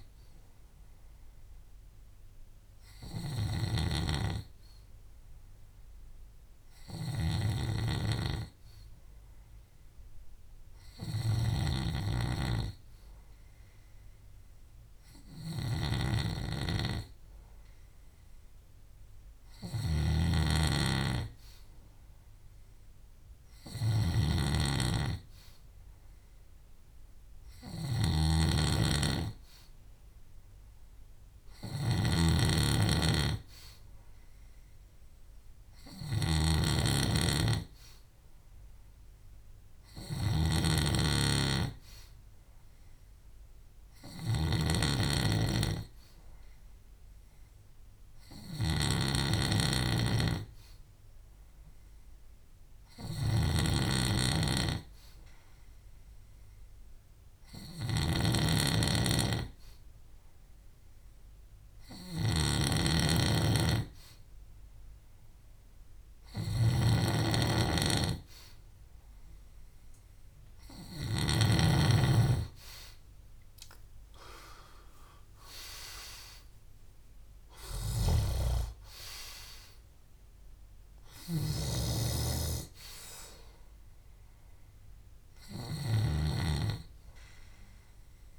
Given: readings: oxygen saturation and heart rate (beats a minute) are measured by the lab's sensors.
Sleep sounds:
breathing in sleep by a room microphone; 1
0.00-71.50 s: snoring (device-marked)
34.00-51.00 s: oxygen desaturation (device-marked, oxygen 96% before, 93% lowest, heart rate 66 before, 65 extreme)
41.50-44.00 s: arousal
47.00-66.50 s: hypopnea (oxygen 97% before, 92% lowest, heart rate 66 before, 65 extreme, up 14 after)
62.00-64.00 s: long interval between heartbeats (device-marked, heart rate 66 before, 74 extreme)
70.50-73.50 s: arousal
74.50-76.50 s: long interval between heartbeats (device-marked, heart rate 69 before, 79 extreme)
77.50-88.39 s: snoring (device-marked)
From the record:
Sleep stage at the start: N2 (light sleep); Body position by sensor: on the left side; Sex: male

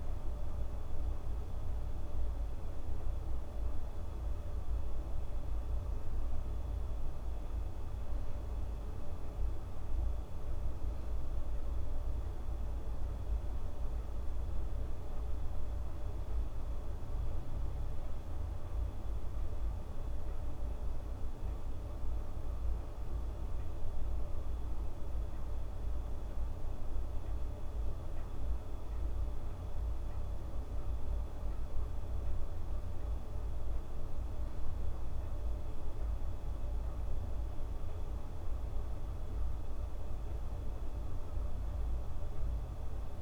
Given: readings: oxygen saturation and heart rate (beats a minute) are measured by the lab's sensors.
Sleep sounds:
breathing in sleep, hard to hear, by a room microphone; none
none scored
From the record:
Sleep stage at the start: N2 (light sleep); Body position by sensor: on the back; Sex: female

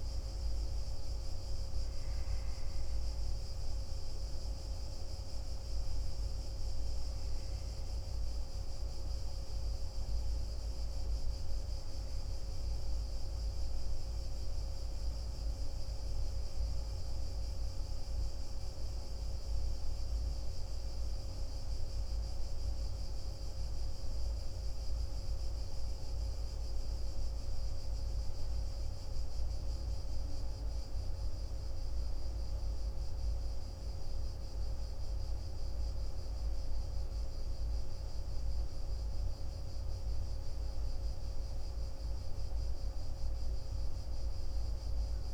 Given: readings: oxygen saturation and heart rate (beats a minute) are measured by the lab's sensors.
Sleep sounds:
breathing in sleep, hard to hear, by a room microphone; none
none scored
From the record:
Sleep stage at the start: N1 (lightest sleep); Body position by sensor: on the back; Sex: male

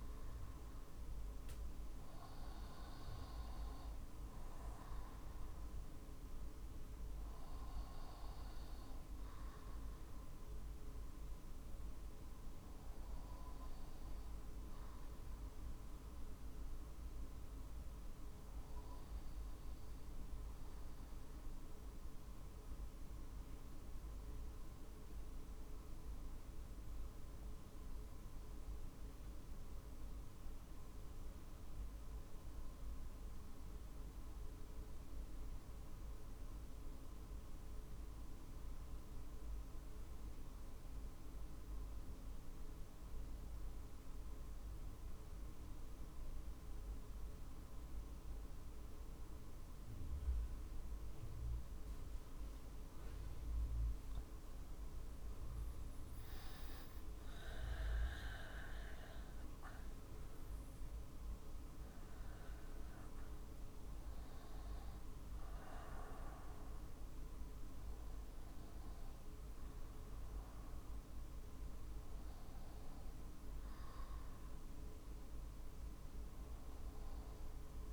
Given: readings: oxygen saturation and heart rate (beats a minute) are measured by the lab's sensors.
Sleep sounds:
breathing in sleep, hard to hear, by a room microphone; 1
13.00-17.50 s: arousal
20.50-51.00 s: obstructive apnea (oxygen 96% before, 91% lowest, heart rate 47 before, 46 extreme, up 5 after)
28.00-40.00 s: oxygen desaturation (device-marked, oxygen 95% before, 92% lowest, heart rate 47 before, 46 extreme)
53.50-56.50 s: arousal
57.00-71.00 s: drop in pulse transit time (device-marked, heart rate 48 before, 49 extreme)
From the record:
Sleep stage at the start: N2 (light sleep); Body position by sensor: on the back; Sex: male

